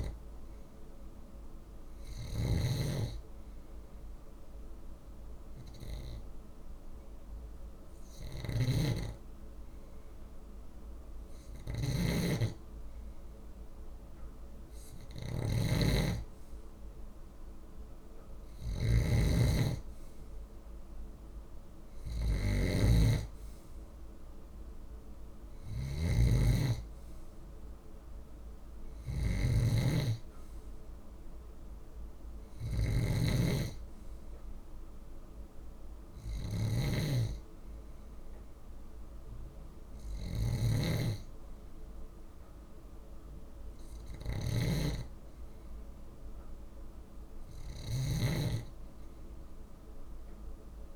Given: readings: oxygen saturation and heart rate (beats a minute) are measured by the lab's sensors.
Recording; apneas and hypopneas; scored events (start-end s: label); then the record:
breathing in sleep by a room microphone; none
0.00-50.96 s: snoring (device-marked)
From the record:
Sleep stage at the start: N2 (light sleep); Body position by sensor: on the left side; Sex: male